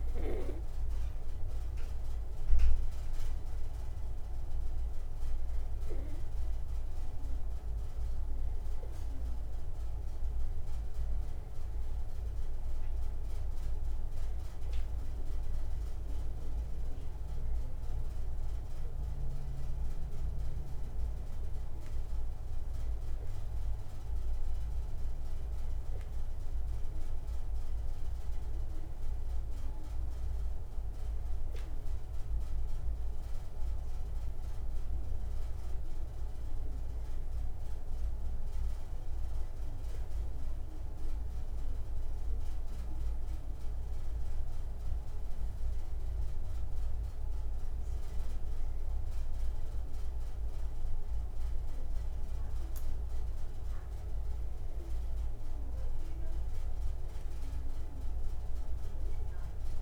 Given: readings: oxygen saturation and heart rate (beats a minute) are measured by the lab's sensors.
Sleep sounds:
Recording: a person partly awake in a sleep study, hard to hear, by a room microphone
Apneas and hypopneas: none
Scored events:
11.00-41.00 s: new sleep stage, N1 (lightest sleep)
41.00-59.82 s: new sleep stage, N2 (light sleep)
From the record:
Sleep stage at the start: awake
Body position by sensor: on the back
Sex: male

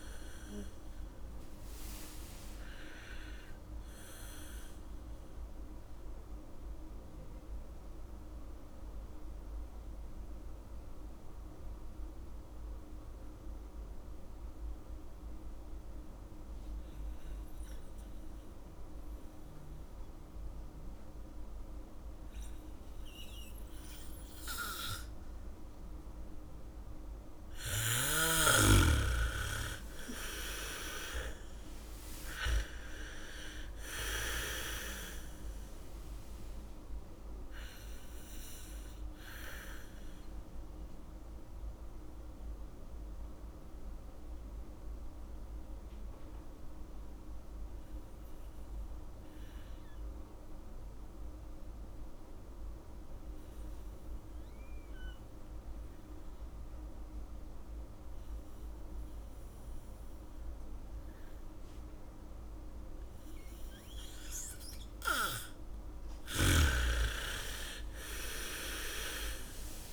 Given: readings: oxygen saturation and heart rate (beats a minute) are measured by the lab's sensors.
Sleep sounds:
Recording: breathing in sleep by a room microphone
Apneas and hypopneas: 2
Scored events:
0.00-9.50 s: oxygen desaturation (device-marked, oxygen 78% lowest, heart rate 47 extreme)
7.50-27.50 s: mixed apnea (oxygen 95% before, 78% lowest, heart rate 72 before, 52 extreme, up 4 after)
24.50-30.50 s: bradycardia (device-marked, heart rate 72 before, 58 extreme)
24.50-48.50 s: oxygen desaturation (device-marked, oxygen 99% before, 81% lowest, heart rate 76 before, 52 extreme)
29.50-34.50 s: arousal
40.00-65.50 s: mixed apnea (oxygen 100% before, 78% lowest, heart rate 66 before, 59 extreme, up 11 after)
58.50-69.93 s: oxygen desaturation (device-marked, oxygen 99% before, 78% lowest, heart rate 76 before, 45 extreme)
67.50-69.93 s: arousal
From the record:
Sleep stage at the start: N2 (light sleep)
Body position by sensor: on the back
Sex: female

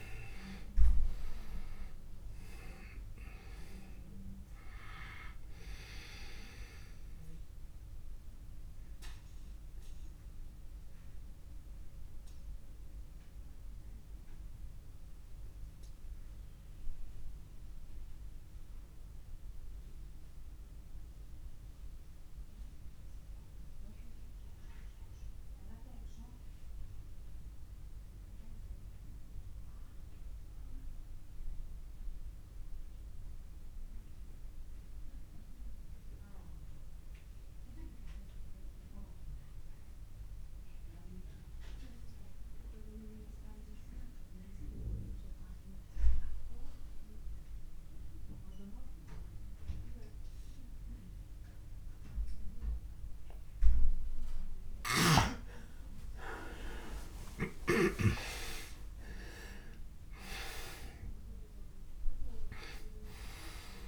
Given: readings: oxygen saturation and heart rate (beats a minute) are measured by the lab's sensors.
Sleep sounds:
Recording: breathing in sleep by a room microphone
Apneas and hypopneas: 1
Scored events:
0.00-30.50 s: oxygen desaturation (device-marked, oxygen 84% lowest)
7.00-53.50 s: obstructive apnea (oxygen 98% before, 83% lowest)
46.50-63.88 s: oxygen desaturation (device-marked, oxygen 99% before, 83% lowest)
55.50-60.50 s: arousal
From the record:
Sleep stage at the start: N2 (light sleep)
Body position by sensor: on the back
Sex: male

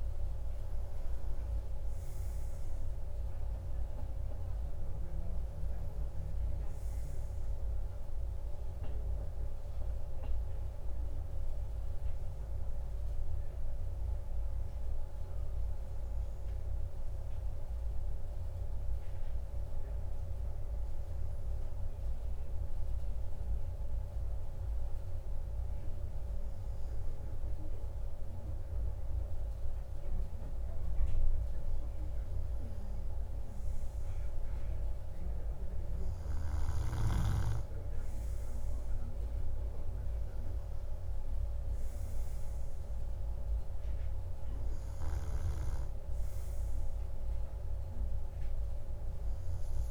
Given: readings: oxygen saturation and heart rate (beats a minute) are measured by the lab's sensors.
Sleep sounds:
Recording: breathing in sleep, hard to hear, by a room microphone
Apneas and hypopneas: 1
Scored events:
13.00-31.00 s: hypopnea (oxygen 97% before, 96% lowest, heart rate 53 before, 51 extreme, up 3 after)
33.50-37.00 s: arousal
From the record:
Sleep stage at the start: N2 (light sleep)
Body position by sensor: on the right side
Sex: male

